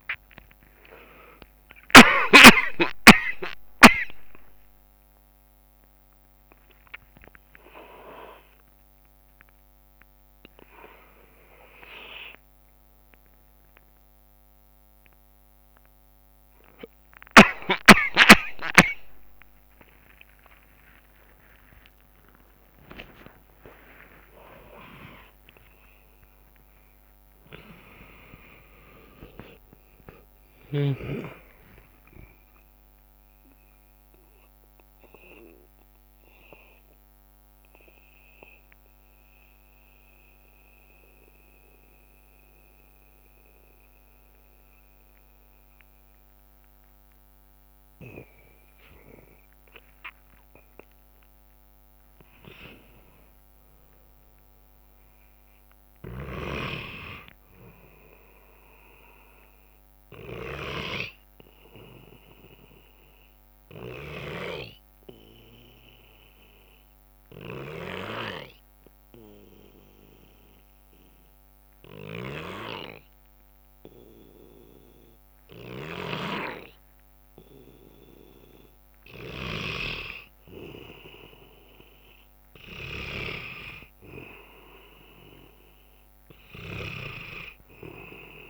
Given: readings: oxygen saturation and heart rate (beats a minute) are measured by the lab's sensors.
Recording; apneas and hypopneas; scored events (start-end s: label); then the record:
a person partly awake in a sleep study, by a microphone on the trachea; 2
0.00-2.50 s: oxygen desaturation (device-marked, oxygen 91% lowest, heart rate 89 extreme)
0.00-5.50 s: drop in pulse transit time (device-marked, heart rate 89 extreme)
0.00-6.50 s: tachycardia (device-marked, heart rate 117 extreme)
14.50-26.50 s: tachycardia (device-marked, heart rate 70 before, 137 extreme)
14.50-44.50 s: new sleep stage, N1 (lightest sleep)
17.50-19.50 s: long interval between heartbeats (device-marked, heart rate 102 before, 106 extreme)
22.50-24.50 s: long interval between heartbeats (device-marked, heart rate 106 before, 128 extreme)
29.50-40.50 s: drop in pulse transit time (device-marked, heart rate 110 before, 81 extreme)
33.50-47.00 s: central apnea (oxygen 99% before, 94% lowest, heart rate 109 before, 68 extreme, up 13 after)
44.50-88.50 s: new sleep stage, N2 (light sleep)
50.50-56.00 s: arousal
56.00-64.00 s: snoring (device-marked)
64.00-79.00 s: obstructive apnea (oxygen 99% before, 92% lowest, heart rate 75 before, 66 extreme, up 5 after)
72.00-76.00 s: snoring (device-marked)
81.50-88.50 s: oxygen desaturation (device-marked, oxygen 98% before, 94% lowest, heart rate 69 before, 67 extreme)
82.50-87.50 s: arousal
From the record:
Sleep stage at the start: awake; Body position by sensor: on the back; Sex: male